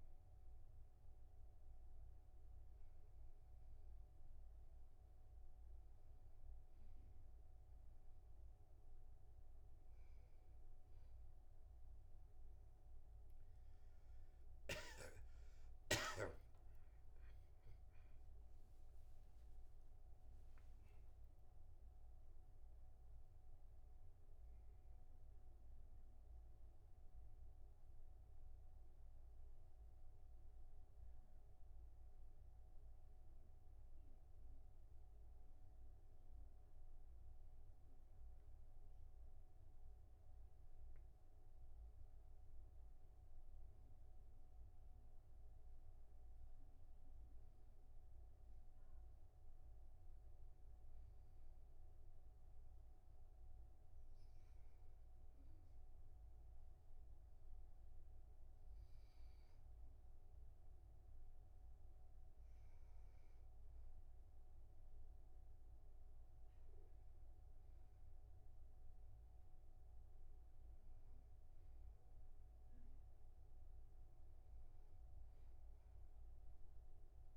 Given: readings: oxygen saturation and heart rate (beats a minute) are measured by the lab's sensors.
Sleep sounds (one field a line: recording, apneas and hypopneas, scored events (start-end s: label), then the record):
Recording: breathing in sleep, hard to hear, by a room microphone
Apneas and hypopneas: none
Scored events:
15.50-20.00 s: arousal
67.50-71.50 s: arousal
From the record:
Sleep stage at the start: N2 (light sleep)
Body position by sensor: on the back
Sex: male